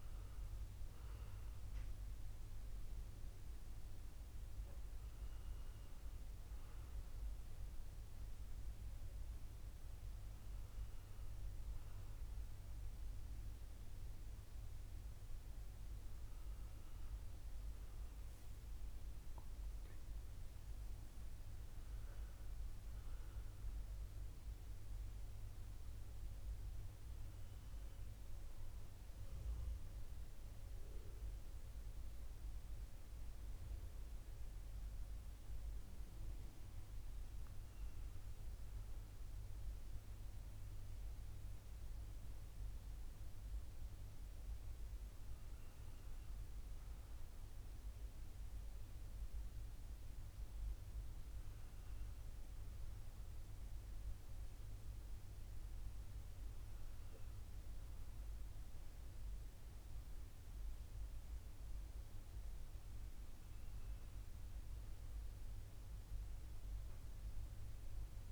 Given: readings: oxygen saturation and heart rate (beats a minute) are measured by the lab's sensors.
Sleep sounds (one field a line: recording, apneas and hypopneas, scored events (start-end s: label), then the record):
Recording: a person awake in a sleep study, hard to hear, by a room microphone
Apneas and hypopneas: none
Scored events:
none scored
From the record:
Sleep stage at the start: awake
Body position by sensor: on the back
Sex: male